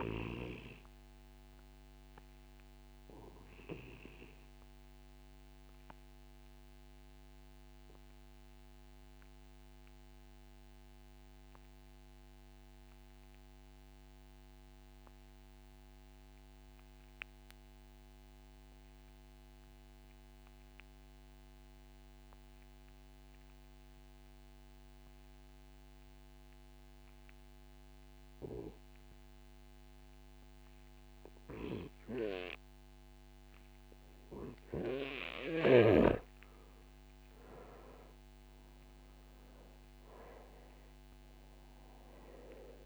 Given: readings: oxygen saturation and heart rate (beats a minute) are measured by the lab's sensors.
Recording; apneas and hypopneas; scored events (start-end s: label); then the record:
breathing in sleep by a microphone on the trachea; 1
0.00-8.50 s: oxygen desaturation (device-marked, oxygen 90% lowest, heart rate 29 extreme)
2.00-35.00 s: obstructive apnea (oxygen 97% before, 90% lowest, heart rate 56 before, 33 extreme, up 2 after)
35.50-42.86 s: oxygen desaturation (device-marked, oxygen 96% before, 90% lowest, heart rate 59 before, 33 extreme)
36.50-42.00 s: arousal
From the record:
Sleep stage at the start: N2 (light sleep); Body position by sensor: on the back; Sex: male